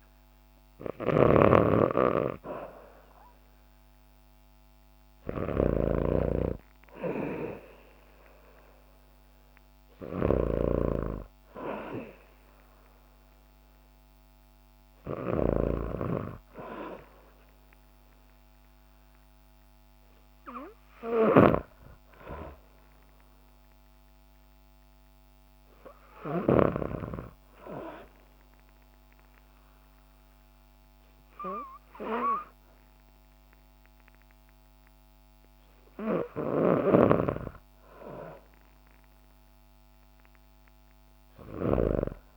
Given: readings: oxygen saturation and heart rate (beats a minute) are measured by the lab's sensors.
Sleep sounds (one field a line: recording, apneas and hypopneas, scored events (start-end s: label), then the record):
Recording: breathing in sleep by a microphone on the trachea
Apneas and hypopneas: none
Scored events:
0.00-1.50 s: arousal
0.00-24.50 s: oxygen desaturation (device-marked, oxygen 80% lowest, heart rate 57 extreme)
0.00-26.50 s: snoring (device-marked)
36.50-42.00 s: snoring (device-marked)
From the record:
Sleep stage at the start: REM sleep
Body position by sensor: on the back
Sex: female